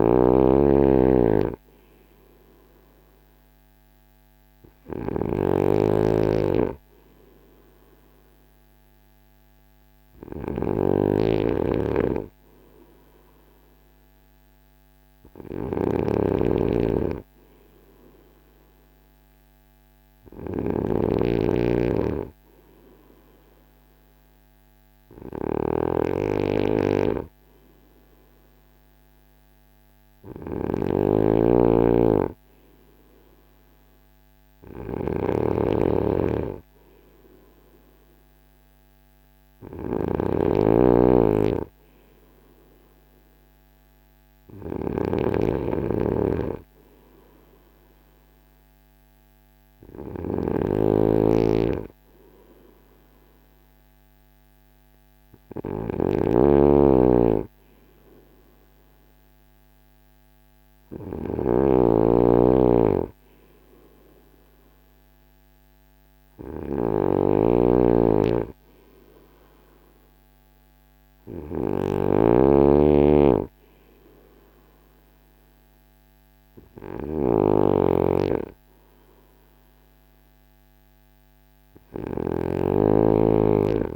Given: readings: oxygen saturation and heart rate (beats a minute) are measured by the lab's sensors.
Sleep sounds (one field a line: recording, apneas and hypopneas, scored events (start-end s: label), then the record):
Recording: breathing in sleep by a microphone on the trachea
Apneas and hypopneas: none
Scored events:
0.00-83.96 s: snoring (device-marked)
From the record:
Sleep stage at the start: N3 (deep sleep)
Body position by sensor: on the front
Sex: male